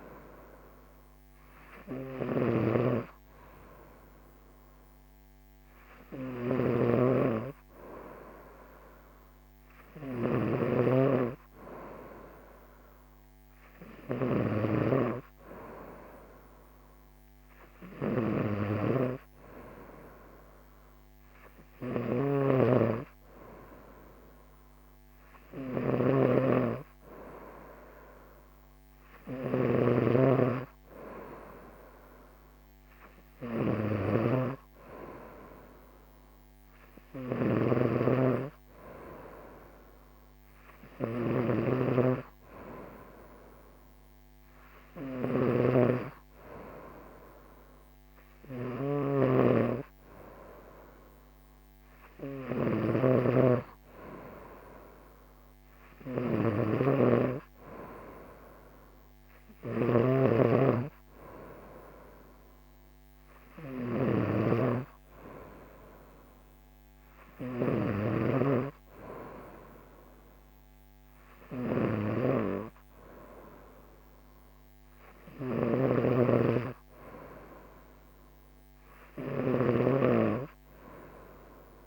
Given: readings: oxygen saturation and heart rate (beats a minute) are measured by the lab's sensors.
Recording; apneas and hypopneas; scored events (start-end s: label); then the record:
breathing in sleep by a microphone on the trachea; none
0.00-81.87 s: snoring (device-marked)
From the record:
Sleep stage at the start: N3 (deep sleep); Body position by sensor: on the right side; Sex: female